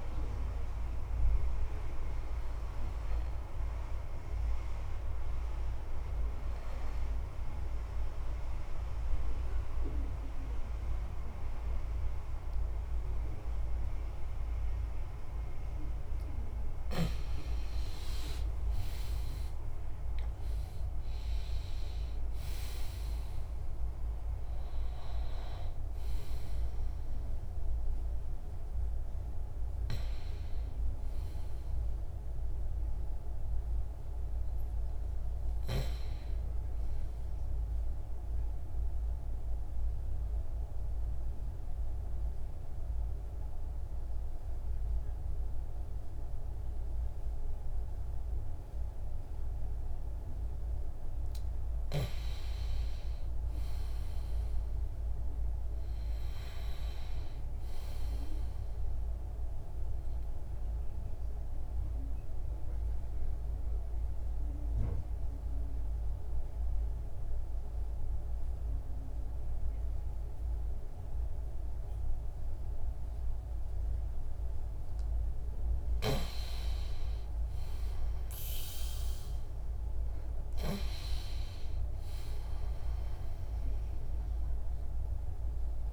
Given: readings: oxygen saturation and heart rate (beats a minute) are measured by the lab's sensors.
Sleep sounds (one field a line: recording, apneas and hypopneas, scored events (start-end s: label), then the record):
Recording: breathing in sleep by a room microphone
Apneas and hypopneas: 3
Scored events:
2.00-15.50 s: obstructive apnea (oxygen 100% before, 90% lowest, heart rate 65 before, 65 extreme, up 34 after)
17.00-39.00 s: oxygen desaturation (device-marked, oxygen 95% before, 90% lowest, heart rate 69 before, 63 extreme)
17.50-21.50 s: arousal
37.50-51.50 s: obstructive apnea (oxygen 95% before, 91% lowest, heart rate 85 before, 63 extreme, up 9 after)
53.00-56.50 s: arousal
60.00-74.00 s: oxygen desaturation (device-marked, oxygen 97% before, 93% lowest, heart rate 67 before, 67 extreme)
60.00-76.00 s: obstructive apnea (oxygen 98% before, 92% lowest, heart rate 67 before, 67 extreme, up 23 after)
77.50-81.00 s: arousal
From the record:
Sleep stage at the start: N2 (light sleep)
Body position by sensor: on the back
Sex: male